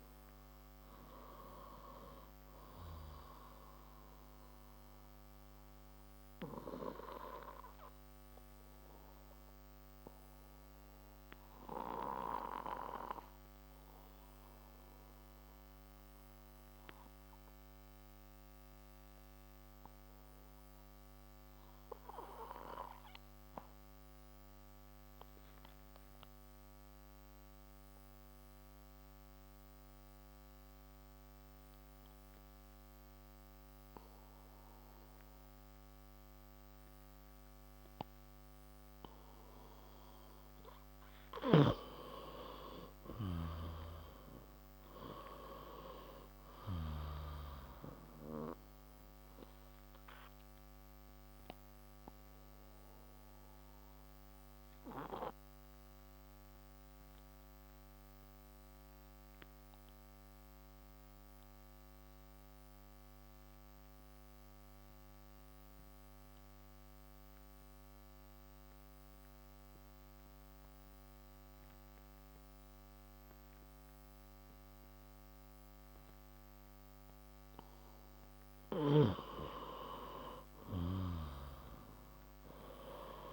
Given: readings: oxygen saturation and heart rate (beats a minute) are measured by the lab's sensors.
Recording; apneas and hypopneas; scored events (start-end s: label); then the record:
breathing in sleep by a microphone on the trachea; 2
6.00-40.50 s: obstructive apnea (oxygen 97% before, 88% lowest, heart rate 75 before, 55 extreme, up 6 after)
6.50-23.50 s: oxygen desaturation (device-marked, oxygen 94% before, 91% lowest, heart rate 75 before, 55 extreme)
38.50-70.50 s: oxygen desaturation (device-marked, oxygen 98% before, 88% lowest, heart rate 62 before, 57 extreme)
42.50-45.50 s: arousal
49.00-77.50 s: obstructive apnea (oxygen 98% before, 88% lowest, heart rate 65 before, 57 extreme, up 8 after)
79.00-83.33 s: snoring (device-marked)
80.50-83.33 s: arousal
From the record:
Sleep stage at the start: N2 (light sleep); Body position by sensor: on the back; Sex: male